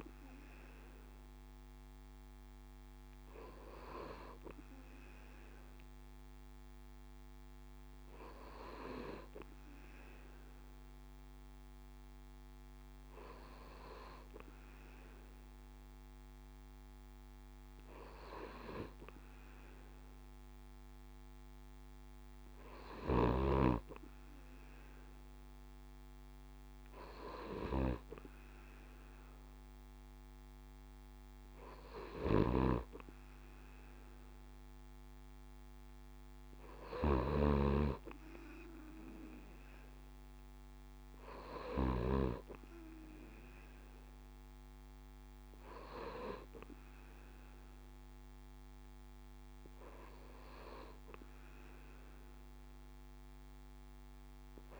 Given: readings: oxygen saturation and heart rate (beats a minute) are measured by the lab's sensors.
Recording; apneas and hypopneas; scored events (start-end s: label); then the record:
breathing in sleep by a microphone on the trachea; none
32.00-42.00 s: snoring (device-marked)
From the record:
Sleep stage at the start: N2 (light sleep); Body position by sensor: on the right side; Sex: male